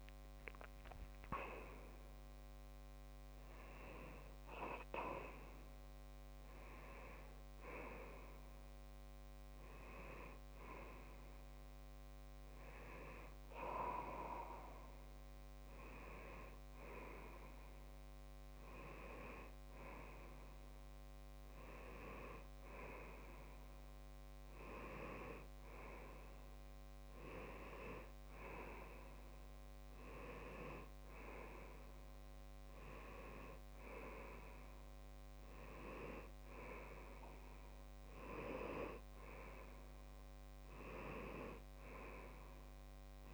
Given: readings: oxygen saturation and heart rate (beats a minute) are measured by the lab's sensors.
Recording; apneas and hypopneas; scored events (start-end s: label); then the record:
breathing in sleep by a microphone on the trachea; none
none scored
From the record:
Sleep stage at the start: N1 (lightest sleep); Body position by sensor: on the left side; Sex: male